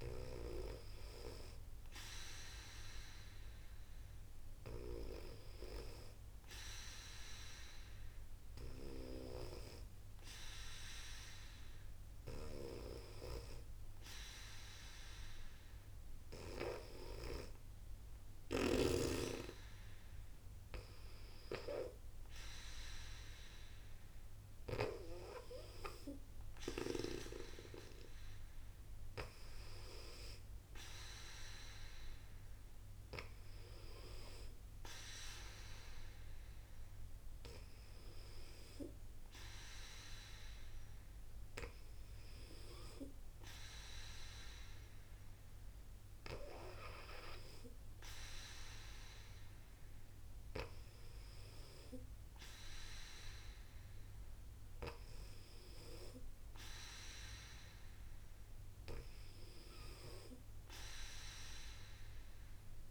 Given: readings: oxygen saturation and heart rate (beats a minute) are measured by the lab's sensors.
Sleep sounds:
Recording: breathing in sleep by a room microphone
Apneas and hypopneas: none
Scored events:
none scored
From the record:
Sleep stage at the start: N2 (light sleep)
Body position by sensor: on the back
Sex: female

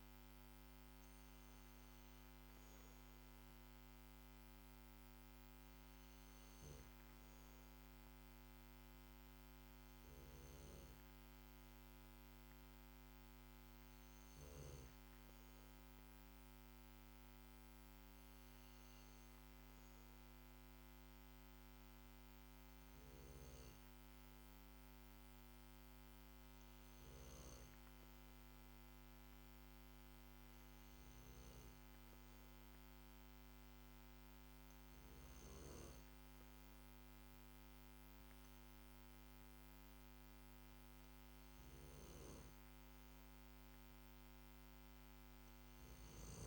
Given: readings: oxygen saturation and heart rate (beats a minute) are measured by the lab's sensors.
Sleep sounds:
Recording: breathing in sleep, hard to hear, by a microphone on the trachea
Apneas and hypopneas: none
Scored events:
none scored
From the record:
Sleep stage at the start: N2 (light sleep)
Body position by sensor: on the back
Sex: male

